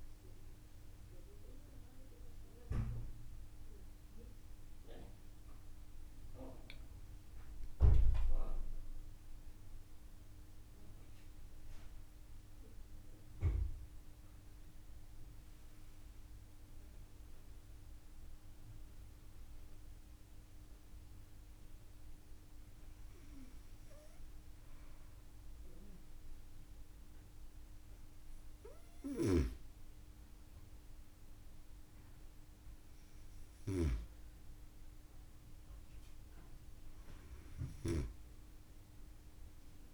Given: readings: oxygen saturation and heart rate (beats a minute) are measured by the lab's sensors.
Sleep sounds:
breathing in sleep by a room microphone; 1
2.50-16.00 s: central apnea (oxygen 98% before, 93% lowest)
18.00-22.50 s: arousal
23.50-25.50 s: long interval between heartbeats (device-marked)
34.50-39.94 s: oxygen desaturation (device-marked, oxygen 98% before, 94% lowest)
From the record:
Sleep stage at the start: N2 (light sleep); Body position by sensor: on the back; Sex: female

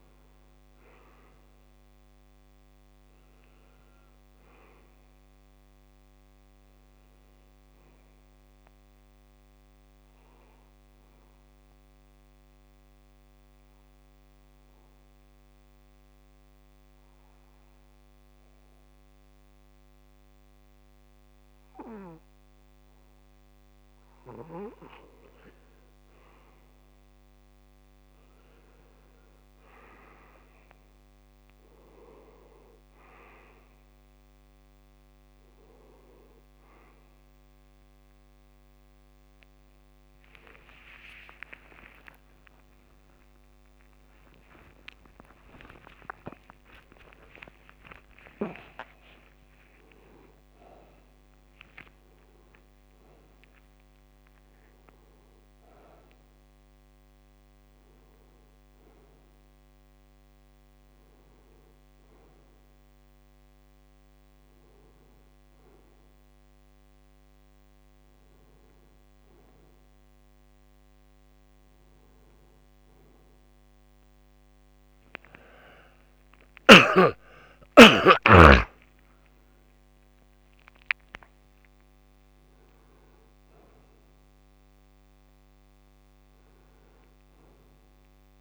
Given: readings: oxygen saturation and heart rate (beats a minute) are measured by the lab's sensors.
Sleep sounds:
a person awake in a sleep study, by a microphone on the trachea; 1
0.00-2.50 s: arousal
6.00-20.00 s: oxygen desaturation (device-marked, oxygen 94% before, 88% lowest, heart rate 68 before, 66 extreme)
10.50-24.00 s: mixed apnea (oxygen 94% before, 84% lowest, heart rate 68 before, 66 extreme, up 1 after)
31.00-47.00 s: oxygen desaturation (device-marked, oxygen 94% before, 84% lowest, heart rate 67 before, 67 extreme)
41.00-88.41 s: new sleep stage, awake
From the record:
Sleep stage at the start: N2 (light sleep); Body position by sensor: on the back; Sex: male

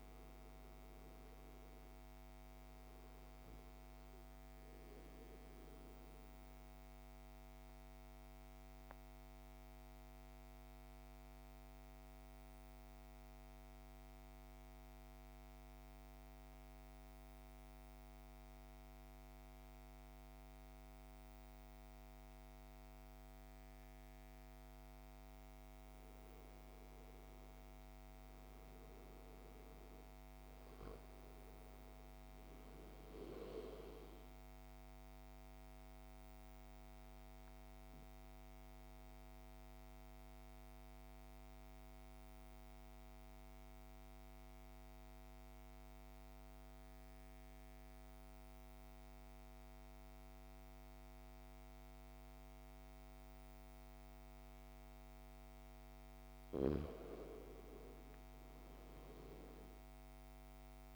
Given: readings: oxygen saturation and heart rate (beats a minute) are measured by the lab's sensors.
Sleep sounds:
breathing in sleep, hard to hear, by a microphone on the trachea; 2
0.00-11.50 s: oxygen desaturation (device-marked, oxygen 89% lowest, heart rate 54 extreme)
5.00-25.00 s: central apnea (oxygen 98% before, 86% lowest, heart rate 60 before, 54 extreme, up 8 after)
13.50-23.50 s: oxygen desaturation (device-marked, oxygen 95% before, 86% lowest, heart rate 60 before, 54 extreme)
27.00-30.00 s: arousal
32.50-50.50 s: oxygen desaturation (device-marked, oxygen 99% before, 90% lowest, heart rate 57 before, 54 extreme)
34.50-55.50 s: obstructive apnea (oxygen 99% before, 88% lowest, heart rate 58 before, 54 extreme, up 4 after)
56.50-60.96 s: oxygen desaturation (device-marked, oxygen 99% before, 89% lowest, heart rate 55 before, 53 extreme)
58.00-60.96 s: arousal
From the record:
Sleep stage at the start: N2 (light sleep); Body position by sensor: on the back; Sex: male

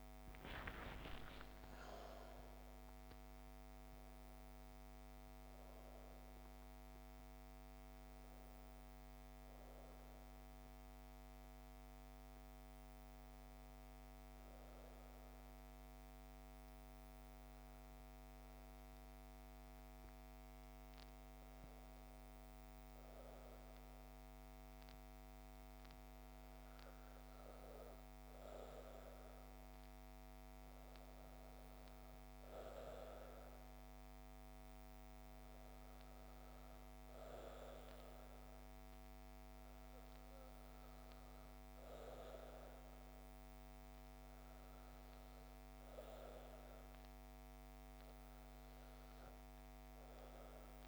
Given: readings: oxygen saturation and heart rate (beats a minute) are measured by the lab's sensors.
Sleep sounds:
a person partly awake in a sleep study, by a microphone on the trachea; none
0.50-30.50 s: new sleep stage, N1 (lightest sleep)
30.50-50.87 s: new sleep stage, N2 (light sleep)
From the record:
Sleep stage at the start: awake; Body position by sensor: on the back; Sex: female

